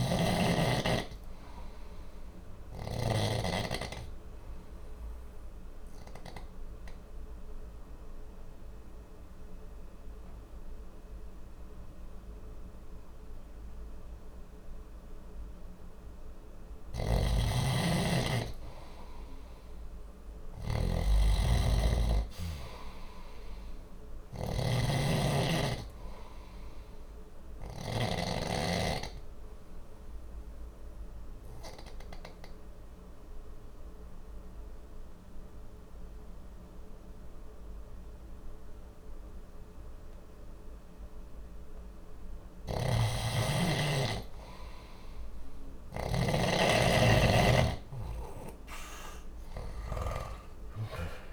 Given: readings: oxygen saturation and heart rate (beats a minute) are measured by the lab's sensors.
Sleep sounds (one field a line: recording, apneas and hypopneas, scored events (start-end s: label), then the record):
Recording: breathing in sleep by a room microphone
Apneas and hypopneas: 2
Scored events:
0.00-3.00 s: snoring (device-marked)
4.00-16.00 s: obstructive apnea (oxygen 94% before, 91% lowest, heart rate 60 before, 59 extreme, up 1 after)
16.50-27.50 s: snoring (device-marked)
17.00-27.00 s: oxygen desaturation (device-marked, oxygen 95% before, 92% lowest, heart rate 60 before, 59 extreme)
21.00-24.00 s: arousal
27.50-42.50 s: obstructive apnea (oxygen 95% before, 91% lowest, heart rate 60 before, 59 extreme, up 11 after)
41.00-51.33 s: oxygen desaturation (device-marked, oxygen 94% before, 91% lowest, heart rate 60 before, 60 extreme)
42.00-50.00 s: snoring (device-marked)
49.50-51.33 s: arousal
From the record:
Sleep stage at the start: N2 (light sleep)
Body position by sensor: on the back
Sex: male